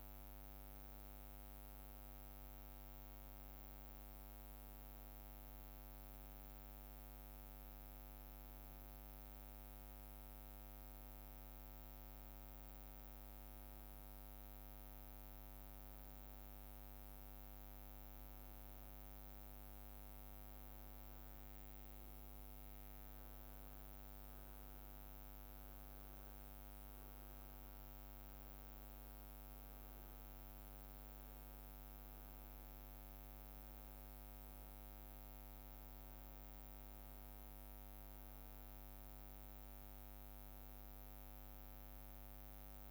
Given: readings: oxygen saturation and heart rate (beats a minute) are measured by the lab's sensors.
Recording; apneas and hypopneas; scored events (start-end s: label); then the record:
a person awake in a sleep study, hard to hear, by a microphone on the trachea; none
29.50-42.91 s: new sleep stage, N1 (lightest sleep)
31.50-41.50 s: drop in pulse transit time (device-marked, heart rate 58 before, 57 extreme)
From the record:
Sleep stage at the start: awake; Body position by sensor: on the back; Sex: male